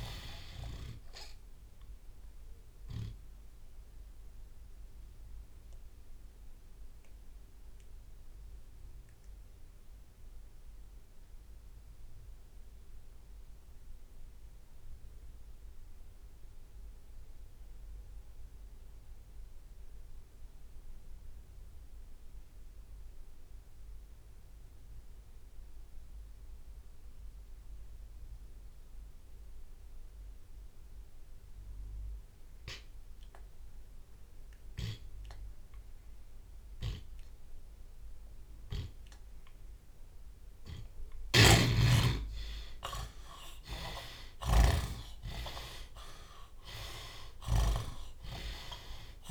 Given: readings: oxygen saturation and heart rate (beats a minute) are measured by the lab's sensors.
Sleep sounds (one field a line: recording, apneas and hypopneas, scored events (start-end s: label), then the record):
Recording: breathing in sleep by a room microphone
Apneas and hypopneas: 1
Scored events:
0.00-4.50 s: drop in pulse transit time (device-marked, heart rate 59 extreme)
9.50-33.50 s: obstructive apnea (oxygen 99% before, 81% lowest, heart rate 71 before, 57 extreme, up 13 after)
16.50-26.50 s: oxygen desaturation (device-marked, oxygen 97% before, 82% lowest, heart rate 69 before, 57 extreme)
34.50-36.50 s: long interval between heartbeats (device-marked, heart rate 58 before, 65 extreme)
37.00-41.50 s: arousal
41.00-48.00 s: snoring (device-marked)
42.50 s: drop in pulse transit time (device-marked)
43.00-45.00 s: long interval between heartbeats (device-marked, heart rate 62 before, 71 extreme)
44.50-46.50 s: tachycardia (device-marked, heart rate 42 before, 83 extreme)
44.50-49.31 s: drop in pulse transit time (device-marked, heart rate 63 before, 64 extreme)
48.00-49.31 s: long interval between heartbeats (device-marked, heart rate 67 before, 104 extreme)
From the record:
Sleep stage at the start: N2 (light sleep)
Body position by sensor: on the left side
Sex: male